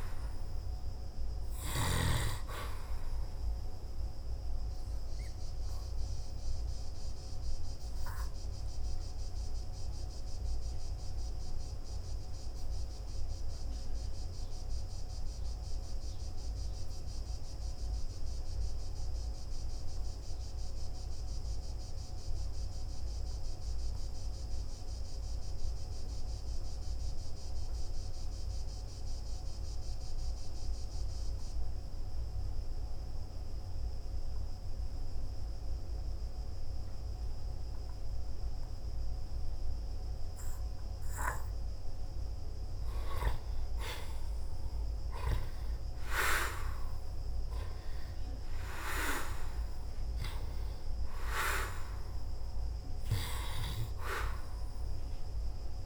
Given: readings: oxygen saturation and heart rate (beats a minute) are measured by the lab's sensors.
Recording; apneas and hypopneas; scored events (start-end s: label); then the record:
breathing in sleep by a room microphone; 1
6.50-42.50 s: hypopnea (oxygen 98% before, 84% lowest, heart rate 56 before, 48 extreme, up 10 after)
11.50-29.50 s: oxygen desaturation (device-marked, oxygen 97% before, 85% lowest, heart rate 57 before, 48 extreme)
44.50-48.50 s: arousal
From the record:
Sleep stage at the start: N2 (light sleep); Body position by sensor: on the back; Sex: male